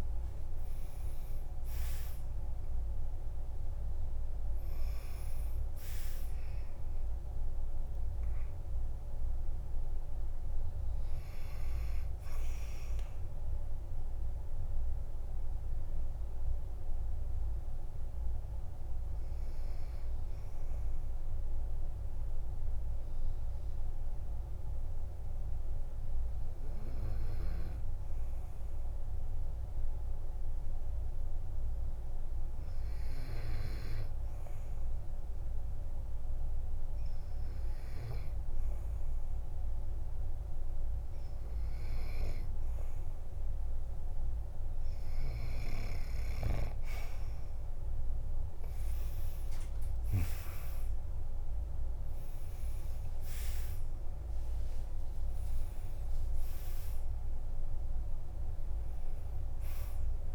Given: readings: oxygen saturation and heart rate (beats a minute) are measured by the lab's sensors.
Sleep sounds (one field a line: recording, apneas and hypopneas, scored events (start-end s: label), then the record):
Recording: breathing in sleep by a room microphone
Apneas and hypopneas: 1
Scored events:
0.00-30.50 s: oxygen desaturation (device-marked, oxygen 92% lowest, heart rate 46 extreme)
20.50-41.50 s: obstructive apnea (oxygen 97% before, 92% lowest, heart rate 55 before, 47 extreme, up 3 after)
44.50-60.35 s: oxygen desaturation (device-marked, oxygen 98% before, 92% lowest, heart rate 50 before, 48 extreme)
49.50-51.50 s: long interval between heartbeats (device-marked, heart rate 51 before, 65 extreme)
51.50-57.50 s: tachycardia (device-marked, heart rate 53 before, 121 extreme)
52.50-57.00 s: arousal
54.50-56.50 s: long interval between heartbeats (device-marked, heart rate 56 before, 107 extreme)
57.00-59.00 s: long interval between heartbeats (device-marked, heart rate 62 before, 121 extreme)
From the record:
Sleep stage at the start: N2 (light sleep)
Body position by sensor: on the back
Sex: male